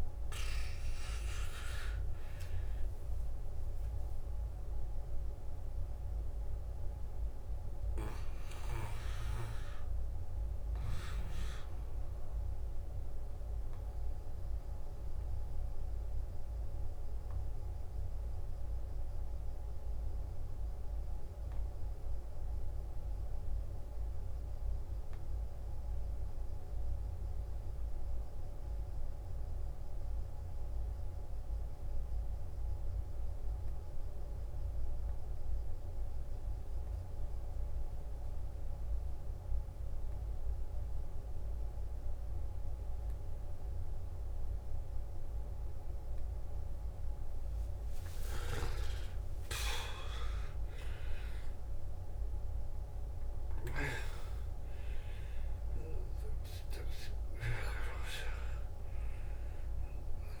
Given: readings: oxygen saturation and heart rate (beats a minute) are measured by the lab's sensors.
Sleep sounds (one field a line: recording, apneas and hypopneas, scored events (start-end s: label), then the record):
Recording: breathing in sleep by a room microphone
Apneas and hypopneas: 1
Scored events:
0.00-8.00 s: oxygen desaturation (device-marked, oxygen 88% lowest, heart rate 53 extreme)
7.00-47.50 s: mixed apnea (oxygen 97% before, 86% lowest, heart rate 63 before, 53 extreme, up 14 after)
10.00-19.00 s: oxygen desaturation (device-marked, oxygen 92% before, 88% lowest, heart rate 63 before, 53 extreme)
36.00-60.40 s: oxygen desaturation (device-marked, oxygen 98% before, 86% lowest, heart rate 55 before, 53 extreme)
48.00-53.00 s: arousal
From the record:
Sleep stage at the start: N2 (light sleep)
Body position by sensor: on the back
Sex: male